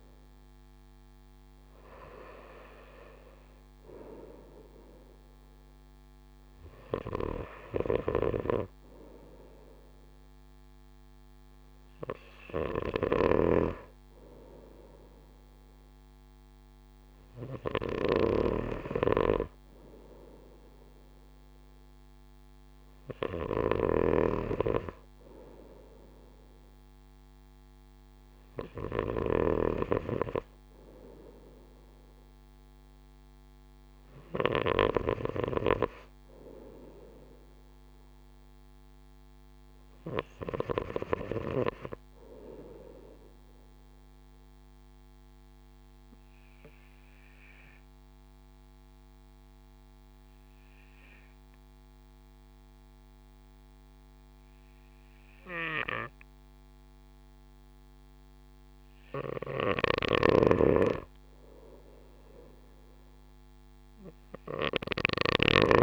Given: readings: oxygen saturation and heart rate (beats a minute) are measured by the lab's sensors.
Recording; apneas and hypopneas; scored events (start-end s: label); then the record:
breathing in sleep by a microphone on the trachea; 1
7.00-35.00 s: snoring (device-marked)
37.50-40.50 s: arousal
44.50-59.50 s: obstructive apnea (oxygen 97% before, 94% lowest)
59.50-65.83 s: snoring (device-marked)
61.50-65.50 s: arousal
From the record:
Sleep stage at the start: N2 (light sleep); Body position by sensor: on the right side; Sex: male